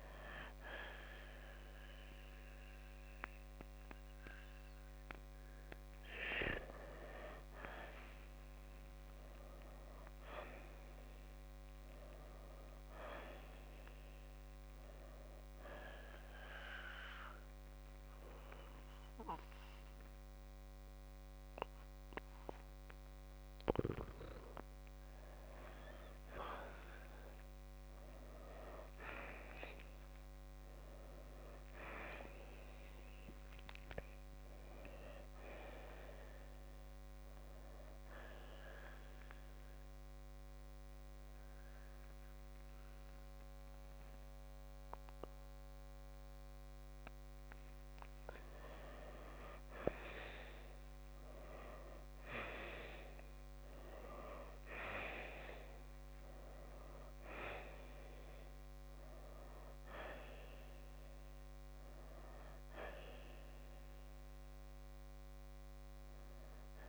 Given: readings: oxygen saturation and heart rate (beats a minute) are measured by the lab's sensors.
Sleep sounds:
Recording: breathing in sleep by a microphone on the trachea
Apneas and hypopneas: 1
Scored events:
0.00-9.50 s: oxygen desaturation (device-marked, oxygen 85% lowest, heart rate 50 extreme)
9.00-12.50 s: arousal
14.50-34.50 s: oxygen desaturation (device-marked, oxygen 94% before, 88% lowest, heart rate 63 before, 50 extreme)
16.00-26.50 s: obstructive apnea (oxygen 94% before, 85% lowest, heart rate 63 before, 50 extreme, up 14 after)
29.00-32.00 s: arousal
41.50-56.50 s: oxygen desaturation (device-marked, oxygen 93% before, 88% lowest, heart rate 62 before, 54 extreme)
From the record:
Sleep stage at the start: N2 (light sleep)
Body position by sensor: on the right side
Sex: male

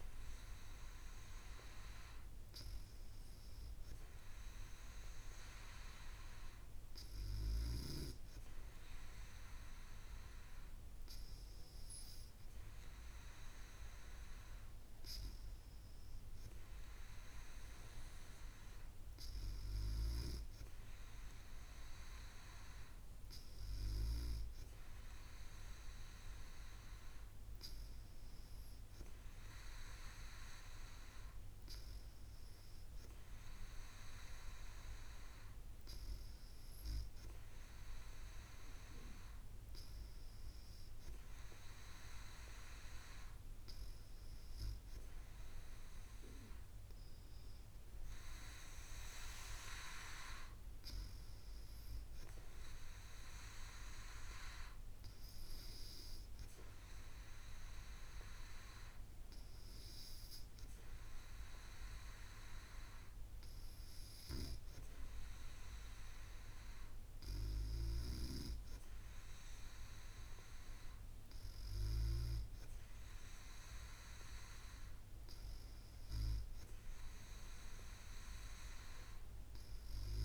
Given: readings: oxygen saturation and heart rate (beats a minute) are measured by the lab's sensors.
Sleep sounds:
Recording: breathing in sleep by a room microphone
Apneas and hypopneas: none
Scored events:
none scored
From the record:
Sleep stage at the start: N2 (light sleep)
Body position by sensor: on the back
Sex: female

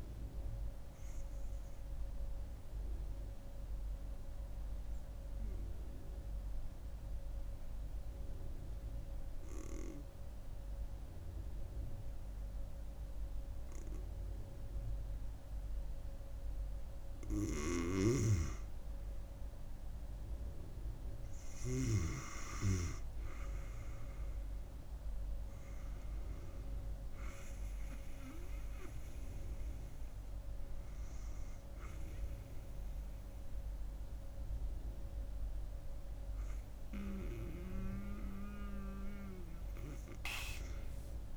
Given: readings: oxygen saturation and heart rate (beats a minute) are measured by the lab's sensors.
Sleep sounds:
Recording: breathing in sleep by a room microphone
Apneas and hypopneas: 1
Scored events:
3.50-17.50 s: mixed apnea (oxygen 98% before, 93% lowest)
22.00-26.50 s: arousal
22.00-39.00 s: oxygen desaturation (device-marked, oxygen 97% before, 93% lowest)
From the record:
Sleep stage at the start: N2 (light sleep)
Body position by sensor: on the right side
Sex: female

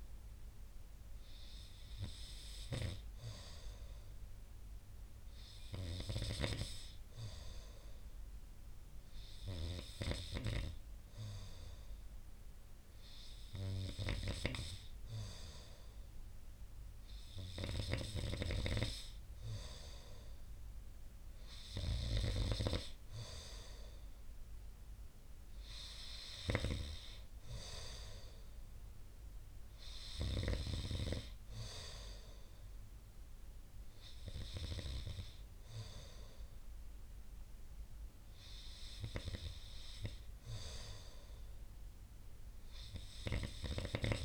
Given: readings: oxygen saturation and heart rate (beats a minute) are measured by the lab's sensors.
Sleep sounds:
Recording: breathing in sleep by a room microphone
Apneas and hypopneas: none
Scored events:
6.00-10.50 s: snoring (device-marked)
17.50-22.50 s: snoring (device-marked)
From the record:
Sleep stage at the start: N2 (light sleep)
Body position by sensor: on the right side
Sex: male

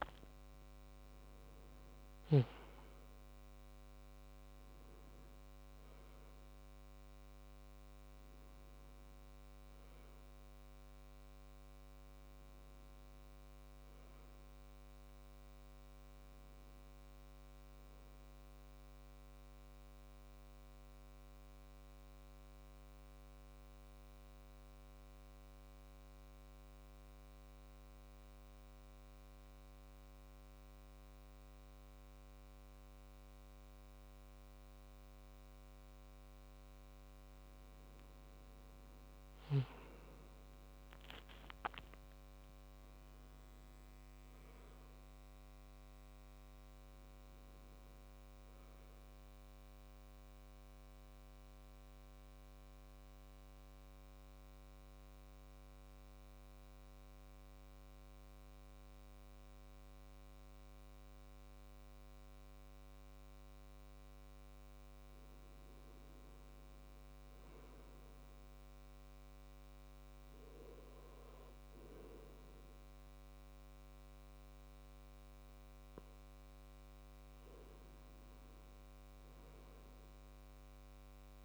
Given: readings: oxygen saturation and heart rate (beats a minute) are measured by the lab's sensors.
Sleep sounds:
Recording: breathing in sleep, hard to hear, by a microphone on the trachea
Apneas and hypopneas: 2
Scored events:
0.00-2.00 s: arousal
0.00-28.00 s: oxygen desaturation (device-marked, oxygen 88% lowest, heart rate 66 extreme)
19.50-36.50 s: central apnea (oxygen 94% before, 88% lowest, heart rate 71 before, 64 extreme, up 9 after)
37.50-41.50 s: arousal
42.00-66.00 s: oxygen desaturation (device-marked, oxygen 98% before, 90% lowest, heart rate 68 before, 64 extreme)
50.50-65.50 s: central apnea (oxygen 98% before, 89% lowest, heart rate 71 before, 64 extreme, up 5 after)
67.00-70.00 s: arousal
74.00-81.45 s: oxygen desaturation (device-marked, oxygen 97% before, 91% lowest, heart rate 66 before, 66 extreme)
From the record:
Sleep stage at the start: N2 (light sleep)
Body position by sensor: on the back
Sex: male

